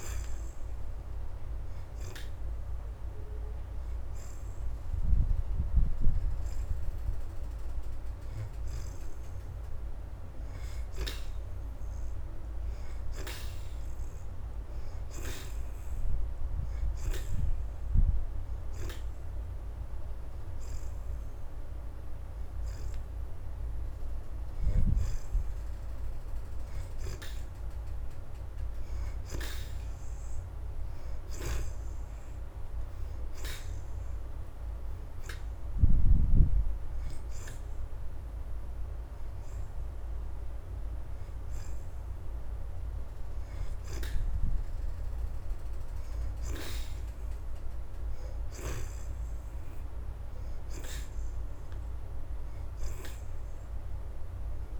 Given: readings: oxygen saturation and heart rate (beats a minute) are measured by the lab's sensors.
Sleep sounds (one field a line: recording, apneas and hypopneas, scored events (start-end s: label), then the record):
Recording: breathing in sleep by a room microphone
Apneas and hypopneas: 1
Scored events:
1.00-12.00 s: hypopnea (oxygen 70% before, 60% lowest, heart rate 85 before, 82 extreme, up 5 after)
11.00-15.00 s: oxygen desaturation (device-marked, oxygen 68% before, 60% lowest, heart rate 85 before, 83 extreme)
14.50-18.00 s: arousal
42.00-50.00 s: oxygen desaturation (device-marked, oxygen 69% before, 60% lowest, heart rate 87 before, 82 extreme)
From the record:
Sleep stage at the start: N2 (light sleep)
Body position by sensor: on the back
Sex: female